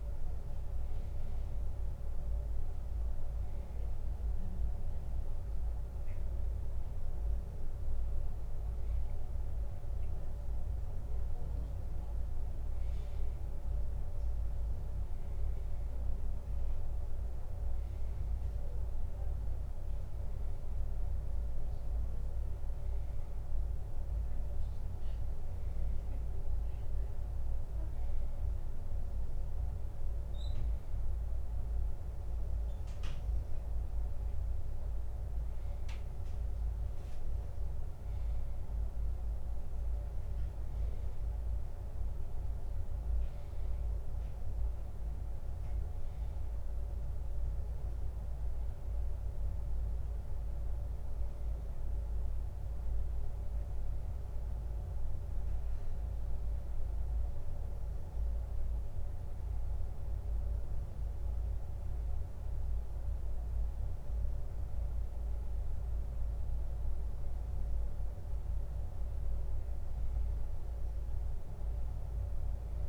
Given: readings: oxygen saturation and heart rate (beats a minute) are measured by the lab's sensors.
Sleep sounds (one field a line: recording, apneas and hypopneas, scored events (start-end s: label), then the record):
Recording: breathing in sleep, hard to hear, by a room microphone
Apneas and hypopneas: none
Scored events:
none scored
From the record:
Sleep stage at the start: N1 (lightest sleep)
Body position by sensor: on the back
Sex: male